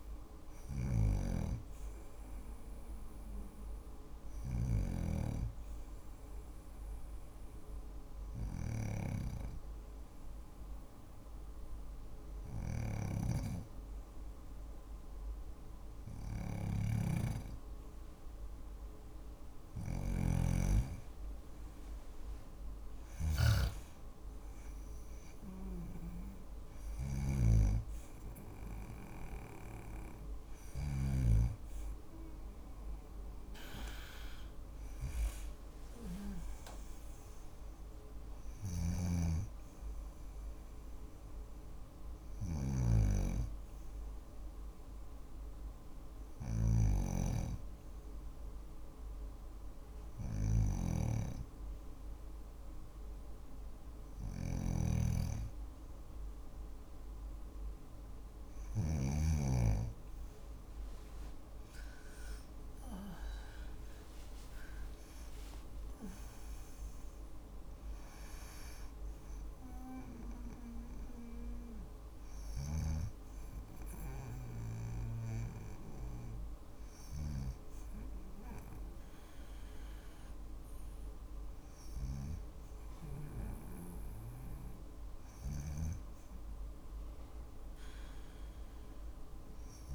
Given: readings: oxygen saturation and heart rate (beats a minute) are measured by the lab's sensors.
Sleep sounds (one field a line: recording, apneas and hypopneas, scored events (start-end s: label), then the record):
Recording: breathing in sleep by a room microphone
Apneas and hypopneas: 1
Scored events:
0.00-4.00 s: snoring (device-marked)
5.50-17.00 s: hypopnea (oxygen 97% before, 94% lowest, heart rate 55 before, 52 extreme, up 3 after)
11.50-22.50 s: snoring (device-marked)
20.50-24.00 s: arousal
24.50-30.00 s: snoring (device-marked)
37.50-58.00 s: snoring (device-marked)
62.00-66.00 s: arousal
71.50-76.50 s: snoring (device-marked)
84.50-89.94 s: snoring (device-marked)
From the record:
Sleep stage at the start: N2 (light sleep)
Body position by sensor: on the back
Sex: female